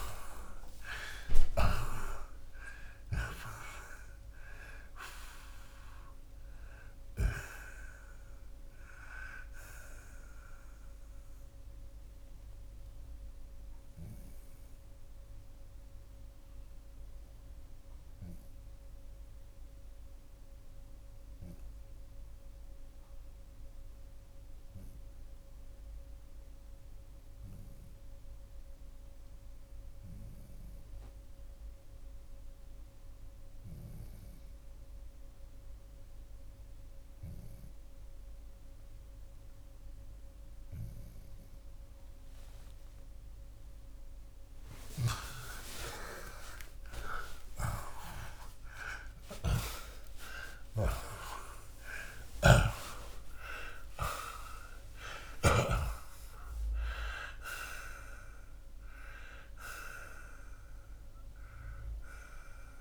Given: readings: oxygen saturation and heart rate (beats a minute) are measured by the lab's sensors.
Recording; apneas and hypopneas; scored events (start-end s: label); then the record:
breathing in sleep by a room microphone; 1
0.00-3.00 s: oxygen desaturation (device-marked, oxygen 80% lowest, heart rate 56 extreme)
0.00-3.50 s: arousal
11.50-42.50 s: obstructive apnea (oxygen 91% before, 79% lowest, heart rate 104 before, 58 extreme)
23.00-44.00 s: oxygen desaturation (device-marked, oxygen 90% before, 80% lowest, heart rate 74 before, 58 extreme)
44.00-55.50 s: snoring (device-marked)
47.00-54.00 s: arousal
54.00-62.81 s: oxygen desaturation (device-marked, oxygen 91% before, 88% lowest, heart rate 90 before, 64 extreme)
From the record:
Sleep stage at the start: N2 (light sleep); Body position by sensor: on the left side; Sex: male